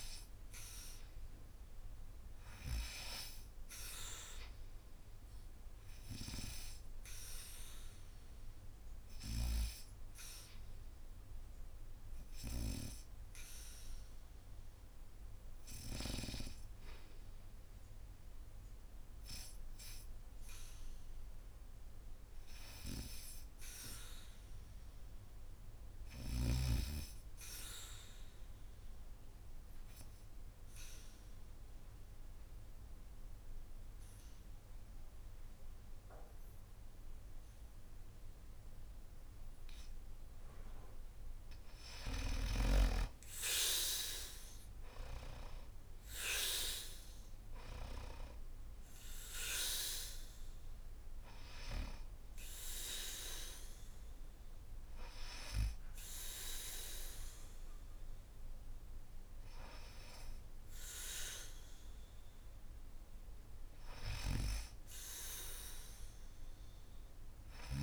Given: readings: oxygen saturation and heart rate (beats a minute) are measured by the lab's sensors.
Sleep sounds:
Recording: breathing in sleep by a room microphone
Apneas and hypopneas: 1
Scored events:
0.00-18.50 s: oxygen desaturation (device-marked, oxygen 90% lowest, heart rate 73 extreme)
21.50-24.50 s: arousal
27.00-40.50 s: obstructive apnea (oxygen 96% before, 87% lowest, heart rate 76 before, 73 extreme, up 7 after)
43.50-47.50 s: arousal
45.50-67.83 s: oxygen desaturation (device-marked, oxygen 94% before, 87% lowest, heart rate 76 before, 73 extreme)
From the record:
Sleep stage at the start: N2 (light sleep)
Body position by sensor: on the back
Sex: female

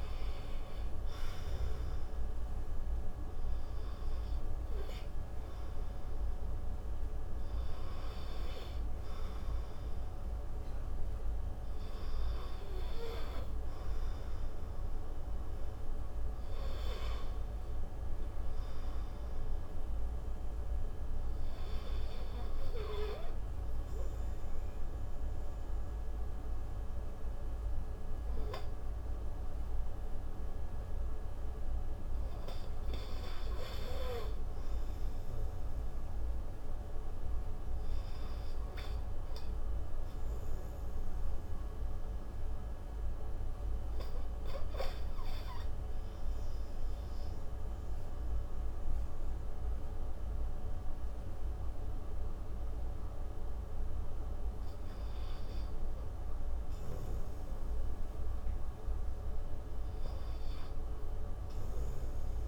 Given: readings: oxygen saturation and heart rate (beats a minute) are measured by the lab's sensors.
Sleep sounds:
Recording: breathing in sleep, hard to hear, by a room microphone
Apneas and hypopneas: 1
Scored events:
0.00-1.50 s: arousal
10.50-28.50 s: oxygen desaturation (device-marked, oxygen 94% before, 90% lowest)
31.00-34.00 s: arousal
37.50-53.00 s: obstructive apnea (oxygen 98% before, 80% lowest)
42.50-50.50 s: oxygen desaturation (device-marked, oxygen 98% before, 94% lowest)
55.50-59.00 s: arousal
57.50-62.48 s: new sleep stage, REM sleep
59.50-62.48 s: oxygen desaturation (device-marked, oxygen 95% before, 86% lowest)
From the record:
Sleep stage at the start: N2 (light sleep)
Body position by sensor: on the right side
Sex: male

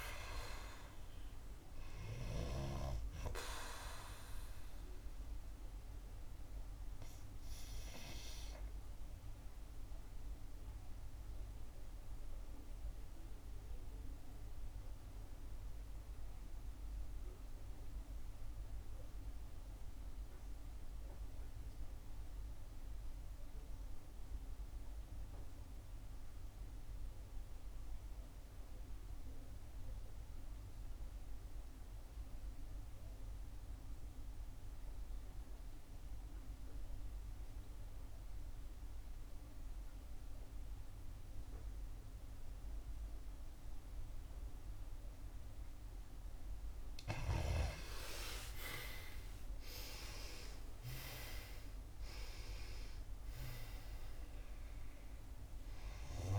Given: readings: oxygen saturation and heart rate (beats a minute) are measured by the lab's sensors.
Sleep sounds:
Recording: breathing in sleep by a room microphone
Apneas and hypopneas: 1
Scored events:
0.00-22.00 s: oxygen desaturation (device-marked, oxygen 72% lowest, heart rate 62 extreme)
4.50-45.00 s: obstructive apnea (oxygen 93% before, 72% lowest, heart rate 71 before, 63 extreme, up 8 after)
17.00-56.39 s: new sleep stage, N2 (light sleep)
39.00-56.39 s: oxygen desaturation (device-marked, oxygen 95% before, 77% lowest, heart rate 67 before, 63 extreme)
47.50-52.00 s: arousal
From the record:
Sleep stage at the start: REM sleep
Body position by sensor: on the back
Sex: female

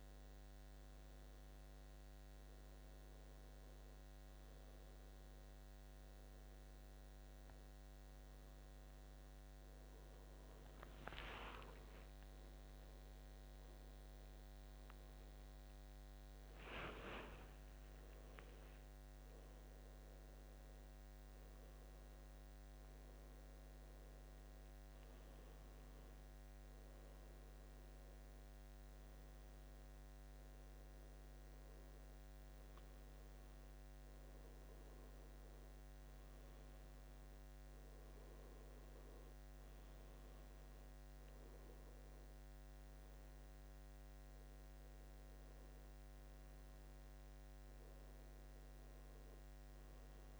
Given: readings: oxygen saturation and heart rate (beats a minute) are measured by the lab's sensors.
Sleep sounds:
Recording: breathing in sleep, hard to hear, by a microphone on the trachea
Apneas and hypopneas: none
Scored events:
12.00-16.50 s: arousal
From the record:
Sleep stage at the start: N2 (light sleep)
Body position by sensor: on the back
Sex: male

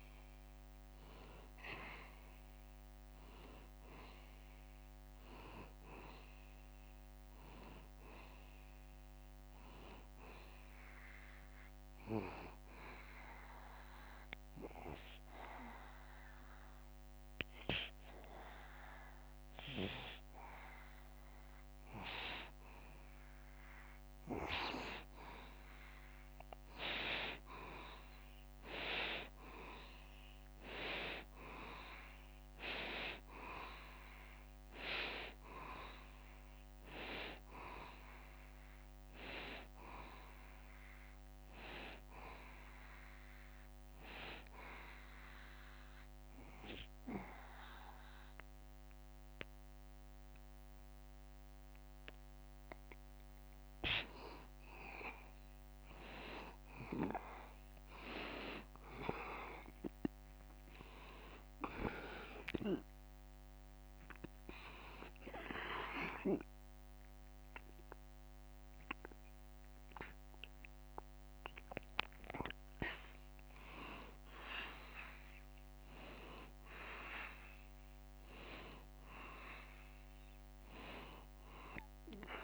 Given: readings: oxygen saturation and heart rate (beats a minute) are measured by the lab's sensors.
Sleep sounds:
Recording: breathing in sleep by a microphone on the trachea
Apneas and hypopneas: 2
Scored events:
12.50-23.50 s: obstructive apnea (oxygen 95% before, 90% lowest, heart rate 78 before, 73 extreme, up 0 after)
25.50-29.50 s: arousal
34.00-50.00 s: oxygen desaturation (device-marked, oxygen 94% before, 90% lowest, heart rate 74 before, 73 extreme)
44.00-55.00 s: obstructive apnea (oxygen 94% before, 90% lowest, heart rate 75 before, 73 extreme, up 2 after)
63.50-68.00 s: arousal
65.00-78.00 s: oxygen desaturation (device-marked, oxygen 94% before, 90% lowest, heart rate 75 before, 73 extreme)
From the record:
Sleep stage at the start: N2 (light sleep)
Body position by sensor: on the back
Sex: male

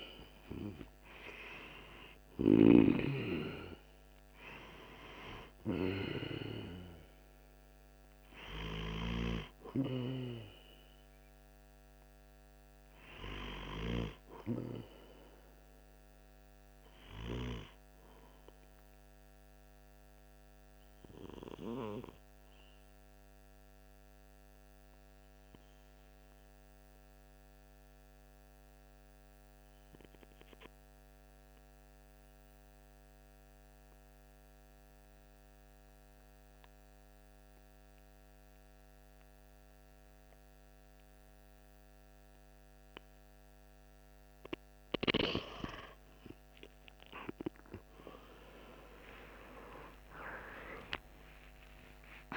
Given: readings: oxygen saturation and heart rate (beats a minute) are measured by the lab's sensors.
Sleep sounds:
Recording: breathing in sleep by a microphone on the trachea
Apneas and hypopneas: 1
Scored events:
18.00-43.50 s: obstructive apnea (oxygen 97% before, 93% lowest, heart rate 48 before, 43 extreme, up 3 after)
49.50-52.37 s: oxygen desaturation (device-marked, oxygen 98% before, 94% lowest, heart rate 48 before, 46 extreme)
50.00-52.37 s: arousal
From the record:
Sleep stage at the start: N2 (light sleep)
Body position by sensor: on the right side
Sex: male

